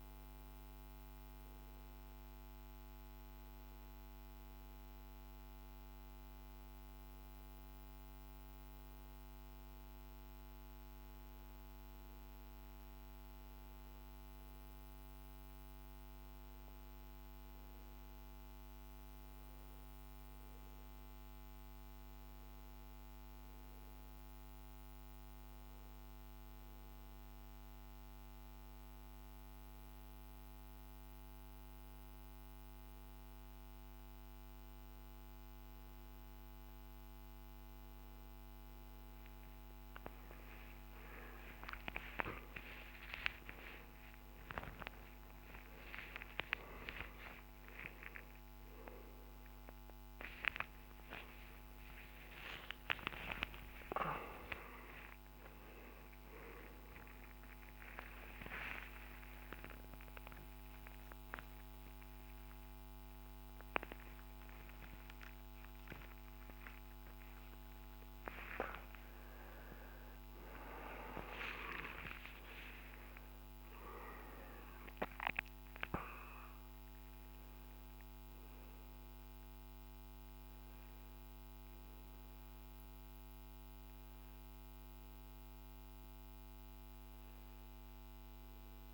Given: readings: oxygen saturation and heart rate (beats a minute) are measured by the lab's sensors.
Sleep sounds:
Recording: a person partly awake in a sleep study, by a microphone on the trachea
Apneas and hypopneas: none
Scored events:
46.50-48.50 s: long interval between heartbeats (device-marked, heart rate 65 before, 87 extreme)
51.00-53.00 s: long interval between heartbeats (device-marked, heart rate 70 before, 89 extreme)
51.00-81.00 s: new sleep stage, awake
60.50-62.50 s: long interval between heartbeats (device-marked, heart rate 82 before, 93 extreme)
62.50-64.50 s: long interval between heartbeats (device-marked, heart rate 85 before, 106 extreme)
81.00-88.94 s: new sleep stage, N1 (lightest sleep)
From the record:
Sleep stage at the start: N2 (light sleep)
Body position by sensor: on the back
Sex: male

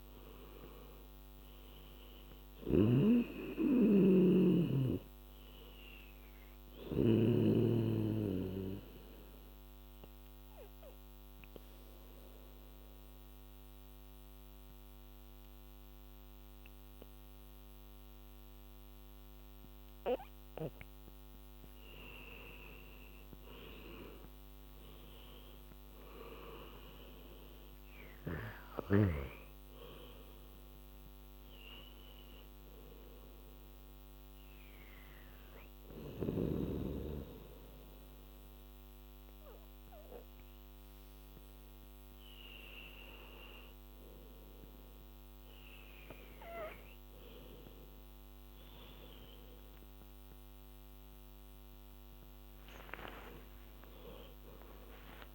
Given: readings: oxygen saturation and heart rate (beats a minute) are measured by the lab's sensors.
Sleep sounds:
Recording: breathing in sleep by a microphone on the trachea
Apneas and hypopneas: 2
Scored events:
0.00-1.00 s: arousal
2.50-7.00 s: snoring (device-marked)
3.50-15.50 s: oxygen desaturation (device-marked, oxygen 98% before, 88% lowest, heart rate 72 before, 68 extreme)
6.50-20.00 s: obstructive apnea (oxygen 98% before, 88% lowest, heart rate 74 before, 68 extreme, up 15 after)
21.50-25.00 s: arousal
22.50-39.50 s: oxygen desaturation (device-marked, oxygen 99% before, 88% lowest, heart rate 74 before, 73 extreme)
34.00-48.00 s: hypopnea (oxygen 99% before, 87% lowest, heart rate 76 before, 70 extreme, up 13 after)
49.50-53.50 s: arousal
From the record:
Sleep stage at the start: N2 (light sleep)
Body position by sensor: on the back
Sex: female

